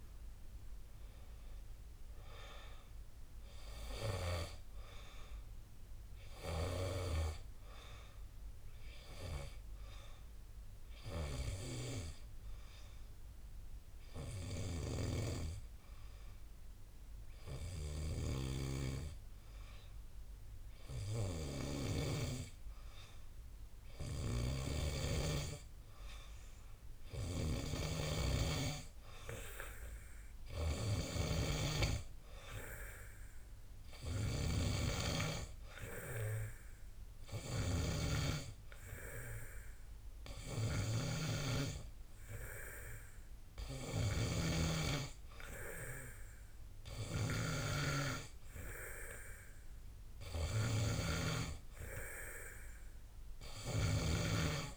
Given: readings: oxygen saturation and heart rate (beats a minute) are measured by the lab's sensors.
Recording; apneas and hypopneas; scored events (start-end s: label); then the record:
breathing in sleep by a room microphone; 1
0.00-3.00 s: arousal
4.50-23.50 s: oxygen desaturation (device-marked, oxygen 95% before, 90% lowest, heart rate 60 before, 54 extreme)
12.00-22.50 s: hypopnea (oxygen 95% before, 89% lowest, heart rate 62 before, 55 extreme, up 13 after)
24.00-26.50 s: arousal
28.00-32.00 s: snoring (device-marked)
29.50-45.50 s: oxygen desaturation (device-marked, oxygen 95% before, 89% lowest, heart rate 58 before, 57 extreme)
From the record:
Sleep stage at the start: N2 (light sleep); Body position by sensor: on the back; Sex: male